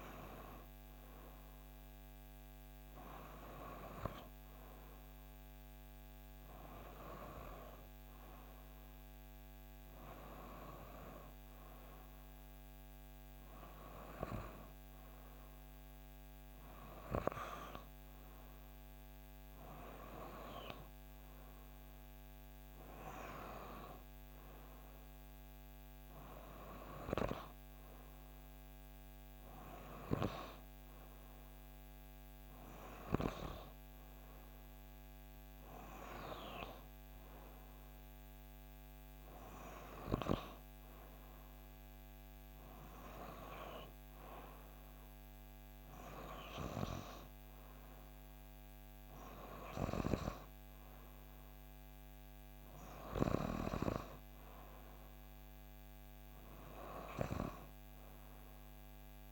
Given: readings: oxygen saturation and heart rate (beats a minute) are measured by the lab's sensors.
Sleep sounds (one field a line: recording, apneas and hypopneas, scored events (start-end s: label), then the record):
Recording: breathing in sleep by a microphone on the trachea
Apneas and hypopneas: none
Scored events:
none scored
From the record:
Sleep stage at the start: N2 (light sleep)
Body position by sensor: on the back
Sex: female